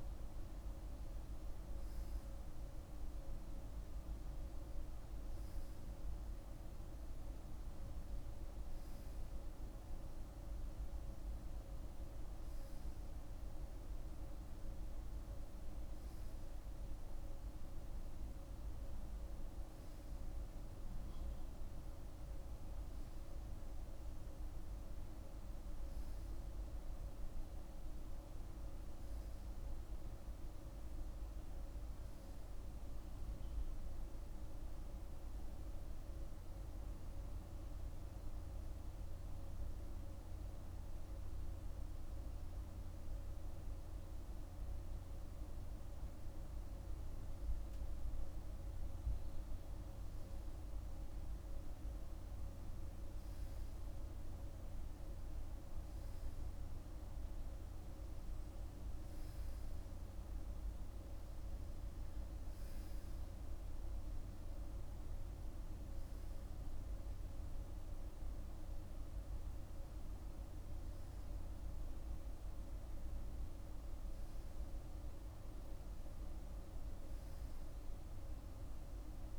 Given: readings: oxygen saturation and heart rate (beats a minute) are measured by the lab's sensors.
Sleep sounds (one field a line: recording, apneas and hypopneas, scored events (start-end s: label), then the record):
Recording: breathing in sleep, hard to hear, by a room microphone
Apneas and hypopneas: none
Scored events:
none scored
From the record:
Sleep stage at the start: REM sleep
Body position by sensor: on the right side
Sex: male